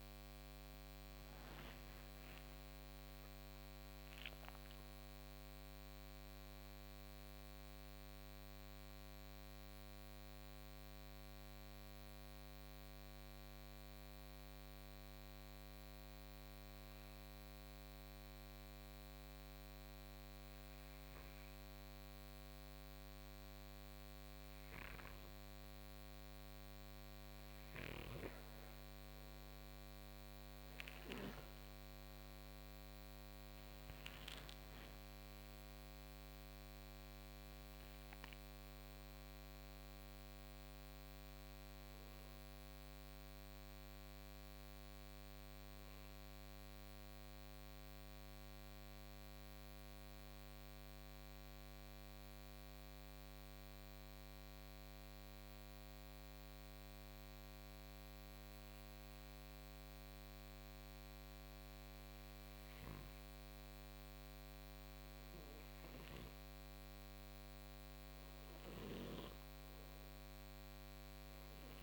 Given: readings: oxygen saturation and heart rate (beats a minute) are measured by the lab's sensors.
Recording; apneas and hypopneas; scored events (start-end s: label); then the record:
breathing in sleep, hard to hear, by a microphone on the trachea; 2
0.00-15.00 s: oxygen desaturation (device-marked, oxygen 89% lowest, heart rate 52 extreme)
8.50-26.00 s: mixed apnea (oxygen 97% before, 90% lowest, heart rate 101 before, 51 extreme, up 11 after)
31.00-54.00 s: oxygen desaturation (device-marked, oxygen 98% before, 91% lowest, heart rate 57 before, 51 extreme)
32.00-37.00 s: arousal
46.00-60.50 s: obstructive apnea (oxygen 98% before, 91% lowest, heart rate 65 before, 54 extreme, up 9 after)
64.00-68.00 s: arousal
67.00-70.00 s: oxygen desaturation (device-marked, oxygen 97% before, 95% lowest, heart rate 58 before, 59 extreme)
From the record:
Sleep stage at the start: N2 (light sleep); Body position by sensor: on the right side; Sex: male